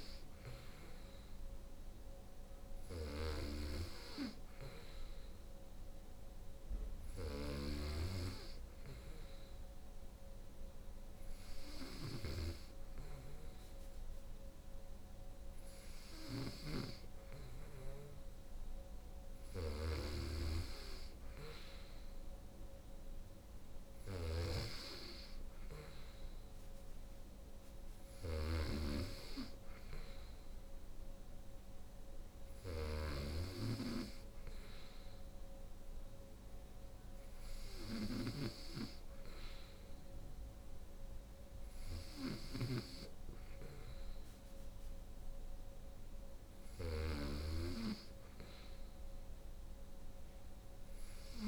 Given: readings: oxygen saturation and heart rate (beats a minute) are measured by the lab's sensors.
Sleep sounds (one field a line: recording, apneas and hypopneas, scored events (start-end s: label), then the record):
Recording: breathing in sleep by a room microphone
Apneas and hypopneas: none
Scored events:
0.00-51.48 s: snoring (device-marked)
From the record:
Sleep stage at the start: N3 (deep sleep)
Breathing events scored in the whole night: 125 in 4.8 hours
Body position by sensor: on the right side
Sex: female